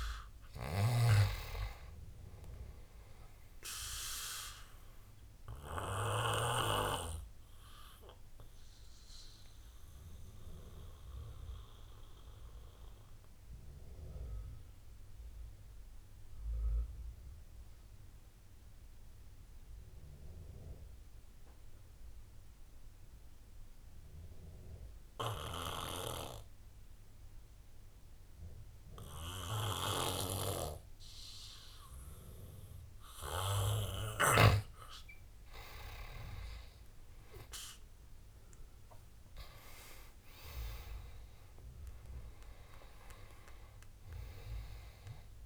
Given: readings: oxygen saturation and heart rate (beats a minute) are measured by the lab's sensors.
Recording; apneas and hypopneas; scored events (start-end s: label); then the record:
breathing in sleep by a room microphone; 1
0.00-6.50 s: oxygen desaturation (device-marked, oxygen 90% lowest, heart rate 58 extreme)
5.50-33.50 s: obstructive apnea (oxygen 97% before, 88% lowest, heart rate 77 before, 58 extreme, up 11 after)
8.50-12.50 s: bradycardia (device-marked, heart rate 73 before, 59 extreme)
14.50-26.50 s: oxygen desaturation (device-marked, oxygen 92% before, 89% lowest, heart rate 74 before, 69 extreme)
36.50-42.00 s: arousal
38.50-45.46 s: oxygen desaturation (device-marked, oxygen 98% before, 88% lowest, heart rate 72 before, 65 extreme)
From the record:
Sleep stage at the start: N2 (light sleep); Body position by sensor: on the back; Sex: male